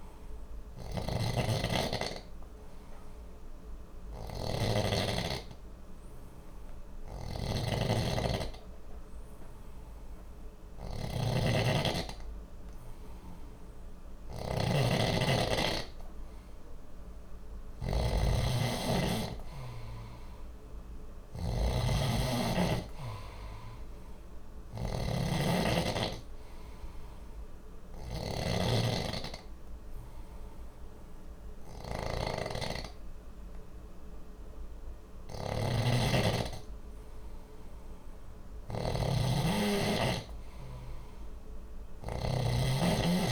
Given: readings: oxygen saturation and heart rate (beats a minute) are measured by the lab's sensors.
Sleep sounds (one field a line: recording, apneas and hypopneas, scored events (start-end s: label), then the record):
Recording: breathing in sleep by a room microphone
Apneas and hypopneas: 2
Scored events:
0.00-4.50 s: snoring (device-marked)
0.00-5.00 s: oxygen desaturation (device-marked, oxygen 92% lowest, heart rate 60 extreme)
1.50-13.50 s: obstructive apnea (oxygen 96% before, 91% lowest, heart rate 60 before, 59 extreme, up 0 after)
6.50-43.31 s: snoring (device-marked)
17.50-20.50 s: arousal
26.50-37.50 s: obstructive apnea (oxygen 94% before, 91% lowest, heart rate 60 before, 59 extreme, up 1 after)
40.00-43.31 s: arousal
40.00-43.31 s: oxygen desaturation (device-marked, oxygen 94% before, 91% lowest, heart rate 60 before, 60 extreme)
From the record:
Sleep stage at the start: N2 (light sleep)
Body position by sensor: on the back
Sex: male